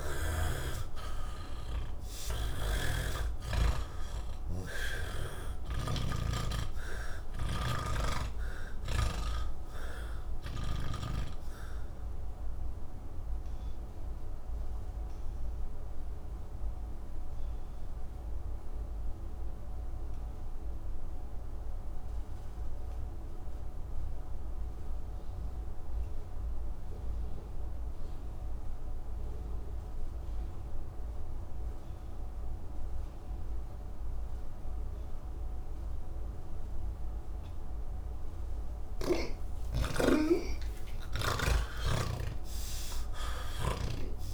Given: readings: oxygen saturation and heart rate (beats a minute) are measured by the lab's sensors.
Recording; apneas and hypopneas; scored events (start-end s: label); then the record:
breathing in sleep by a room microphone; 1
0.00-3.00 s: snoring (device-marked)
0.00-25.00 s: oxygen desaturation (device-marked, oxygen 79% lowest)
7.50-11.00 s: snoring (device-marked)
10.50-38.50 s: obstructive apnea (oxygen 100% before, 76% lowest)
30.00-44.34 s: oxygen desaturation (device-marked, oxygen 100% before, 87% lowest)
41.50-44.34 s: snoring (device-marked)
From the record:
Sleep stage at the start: N2 (light sleep); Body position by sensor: on the back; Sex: male